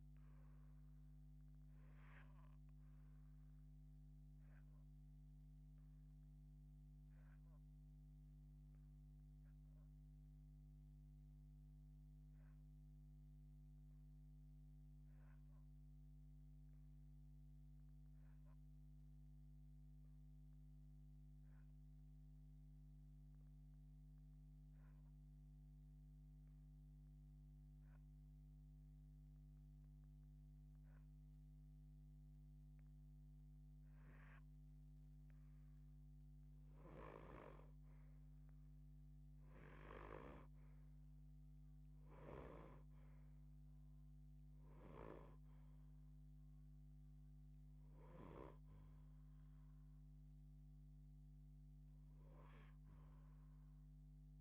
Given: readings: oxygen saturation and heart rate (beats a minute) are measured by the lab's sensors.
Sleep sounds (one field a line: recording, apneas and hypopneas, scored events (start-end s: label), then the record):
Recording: breathing in sleep by a microphone on the trachea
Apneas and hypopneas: 1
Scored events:
0.00-8.00 s: oxygen desaturation (device-marked, oxygen 84% lowest, heart rate 62 extreme)
3.50-34.00 s: hypopnea (oxygen 90% before, 70% lowest, heart rate 126 before, 62 extreme, up 26 after)
25.00-54.41 s: oxygen desaturation (device-marked, oxygen 87% before, 70% lowest, heart rate 125 before, 70 extreme)
36.00-40.50 s: arousal
From the record:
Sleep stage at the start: REM sleep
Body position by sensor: on the left side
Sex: female